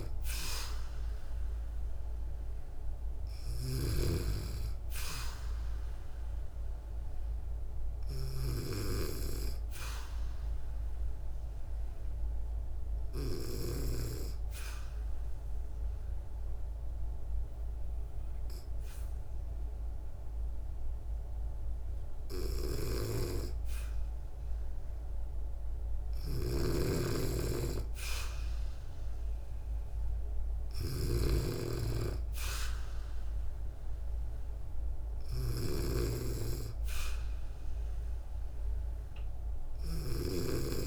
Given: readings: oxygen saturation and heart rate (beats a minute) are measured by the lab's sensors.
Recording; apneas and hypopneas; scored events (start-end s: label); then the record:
breathing in sleep by a room microphone; 1
0.00-13.50 s: snoring (device-marked)
11.50-22.50 s: obstructive apnea (oxygen 96% before, 94% lowest, heart rate 65 before, 63 extreme, up 2 after)
25.00-28.00 s: arousal
25.50-40.00 s: snoring (device-marked)
From the record:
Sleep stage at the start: N2 (light sleep); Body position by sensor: on the back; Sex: female